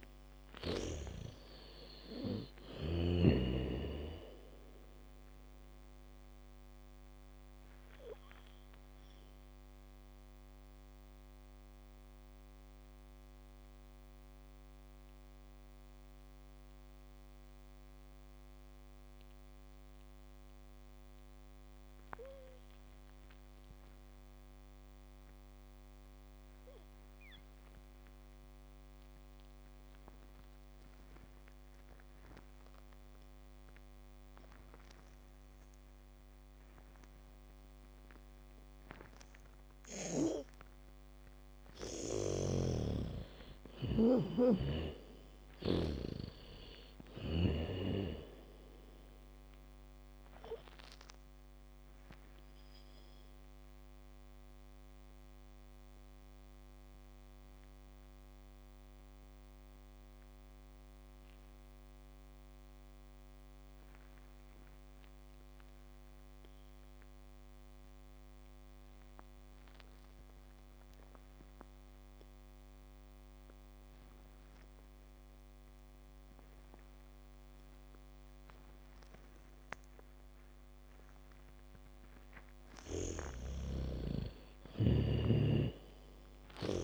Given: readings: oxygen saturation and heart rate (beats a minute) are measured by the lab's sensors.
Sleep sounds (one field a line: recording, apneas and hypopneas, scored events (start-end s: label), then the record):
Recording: breathing in sleep by a microphone on the trachea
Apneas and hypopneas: 2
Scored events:
0.00-1.50 s: arousal
0.00-3.50 s: snoring (device-marked)
0.00-6.50 s: bradycardia (device-marked)
0.00-30.50 s: oxygen desaturation (device-marked, oxygen 79% lowest)
8.00-40.00 s: mixed apnea (oxygen 99% before, 79% lowest)
31.50-50.50 s: bradycardia (device-marked)
37.50-67.50 s: oxygen desaturation (device-marked, oxygen 98% before, 79% lowest)
42.00-46.50 s: arousal
42.00-46.50 s: snoring (device-marked)
52.00-82.00 s: mixed apnea (oxygen 98% before, 79% lowest, heart rate 51 before, 34 extreme)
75.50-86.83 s: bradycardia (device-marked, heart rate 63 before, 34 extreme)
80.50-86.83 s: oxygen desaturation (device-marked, oxygen 98% before, 79% lowest, heart rate 71 before, 34 extreme)
84.50-86.83 s: arousal
85.50-86.83 s: snoring (device-marked)
From the record:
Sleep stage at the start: N2 (light sleep)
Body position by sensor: on the back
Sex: female